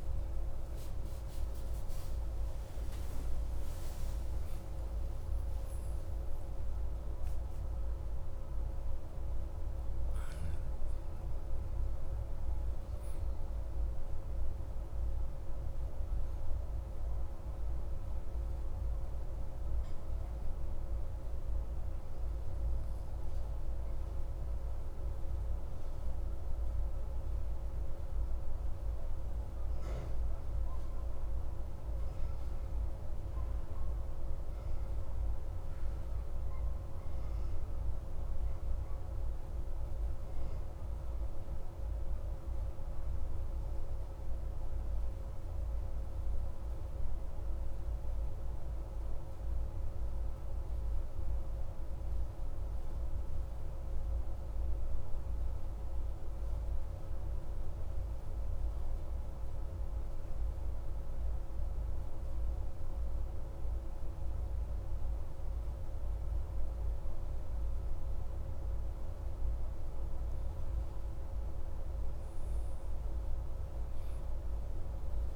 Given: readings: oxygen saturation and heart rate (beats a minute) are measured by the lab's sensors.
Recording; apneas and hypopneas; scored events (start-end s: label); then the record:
breathing in sleep, hard to hear, by a room microphone; 1
0.00-1.00 s: oxygen desaturation (device-marked, oxygen 92% lowest)
3.00-30.00 s: oxygen desaturation (device-marked, oxygen 94% before, 89% lowest)
5.00-10.00 s: arousal
33.50-68.50 s: mixed apnea (oxygen 99% before, 93% lowest)
59.00-75.36 s: oxygen desaturation (device-marked, oxygen 98% before, 93% lowest)
70.50-75.00 s: arousal
From the record:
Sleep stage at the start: N2 (light sleep); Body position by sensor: on the back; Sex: male